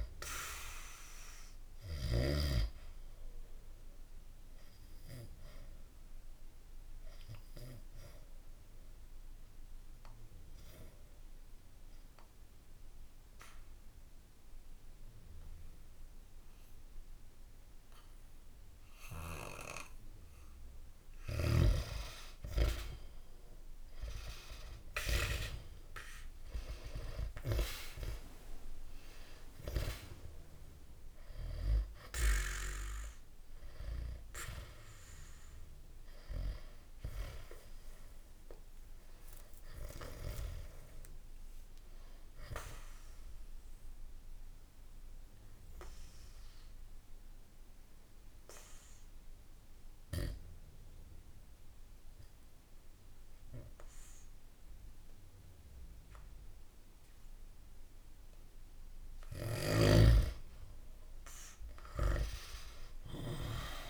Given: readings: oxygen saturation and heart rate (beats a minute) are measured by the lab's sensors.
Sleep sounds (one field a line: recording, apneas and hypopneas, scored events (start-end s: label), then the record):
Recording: breathing in sleep by a room microphone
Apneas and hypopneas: 2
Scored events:
0.00-16.50 s: oxygen desaturation (device-marked, oxygen 89% lowest, heart rate 66 extreme)
3.00-19.00 s: obstructive apnea (oxygen 97% before, 89% lowest, heart rate 66 before, 66 extreme, up 1 after)
23.00-28.00 s: arousal
27.50-45.50 s: oxygen desaturation (device-marked, oxygen 98% before, 91% lowest, heart rate 67 before, 60 extreme)
43.00-59.00 s: obstructive apnea (oxygen 98% before, 91% lowest, heart rate 69 before, 60 extreme, up 3 after)
61.00-63.90 s: arousal
From the record:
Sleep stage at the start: N2 (light sleep)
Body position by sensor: on the back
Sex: male